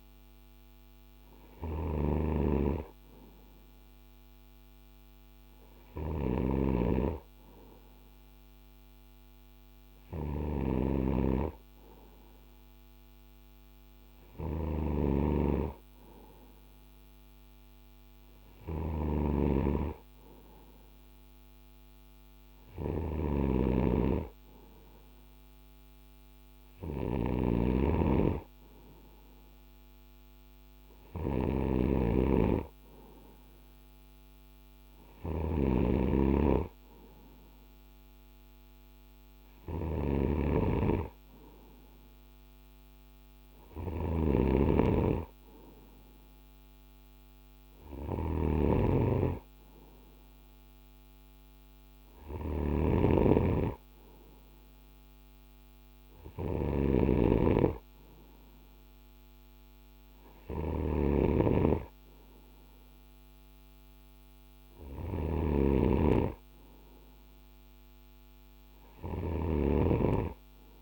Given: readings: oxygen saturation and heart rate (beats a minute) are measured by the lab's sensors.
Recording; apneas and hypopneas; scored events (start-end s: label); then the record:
breathing in sleep by a microphone on the trachea; none
0.00-70.82 s: snoring (device-marked)
From the record:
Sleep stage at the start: N2 (light sleep); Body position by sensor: on the right side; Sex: male